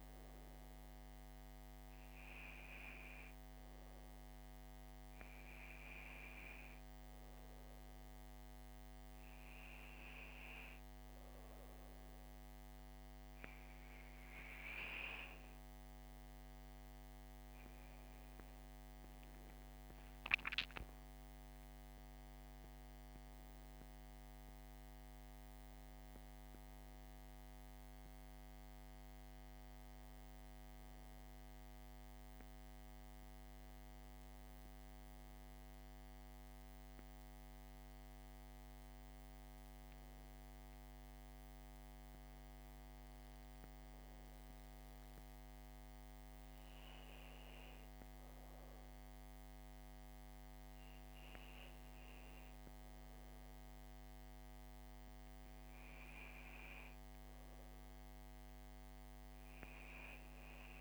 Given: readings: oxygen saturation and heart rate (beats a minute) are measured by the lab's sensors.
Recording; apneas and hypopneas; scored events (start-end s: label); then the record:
breathing in sleep, hard to hear, by a microphone on the trachea; none
20.00-23.50 s: arousal
From the record:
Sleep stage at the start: N2 (light sleep); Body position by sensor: on the back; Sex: female